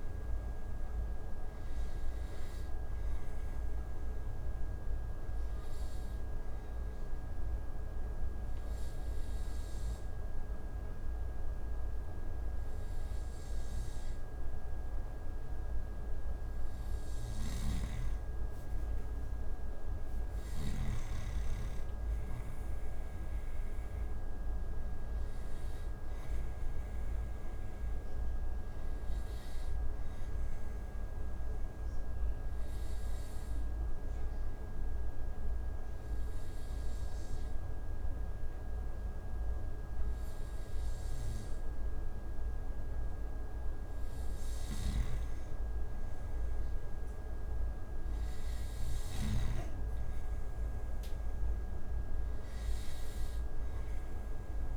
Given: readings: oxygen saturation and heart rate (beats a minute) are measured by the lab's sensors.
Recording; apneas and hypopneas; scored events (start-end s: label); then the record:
breathing in sleep, hard to hear, by a room microphone; 2
4.50-16.50 s: obstructive apnea (oxygen 96% before, 92% lowest)
17.00-21.00 s: snoring (device-marked)
18.50-22.50 s: arousal
32.00-44.50 s: obstructive apnea (oxygen 95% before, 92% lowest)
44.50-49.50 s: snoring (device-marked)
47.00-50.50 s: arousal
From the record:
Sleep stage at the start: N2 (light sleep); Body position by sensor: on the back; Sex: male